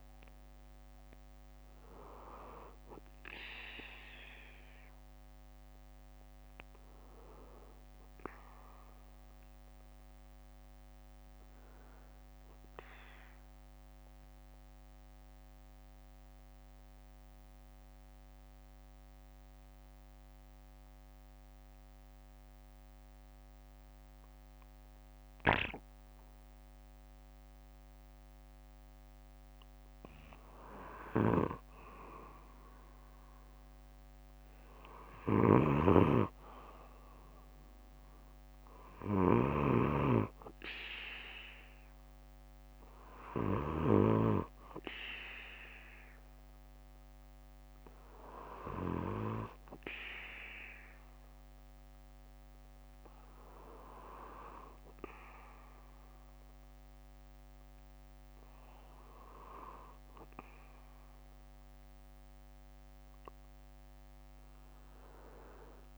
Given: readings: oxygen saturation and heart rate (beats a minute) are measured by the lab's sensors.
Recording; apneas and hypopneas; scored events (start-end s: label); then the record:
breathing in sleep by a microphone on the trachea; 1
5.50-7.50 s: bradycardia (device-marked, heart rate 60 before, 60 extreme)
13.50-30.50 s: mixed apnea (oxygen 96% before, 95% lowest, heart rate 64 before, 55 extreme, up 3 after)
14.50-32.50 s: bradycardia (device-marked, heart rate 60 before, 54 extreme)
33.00-37.00 s: arousal
49.50-51.50 s: bradycardia (device-marked, heart rate 60 before, 60 extreme)
59.50-61.50 s: bradycardia (device-marked, heart rate 60 before, 60 extreme)
From the record:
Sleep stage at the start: N2 (light sleep); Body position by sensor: on the back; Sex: male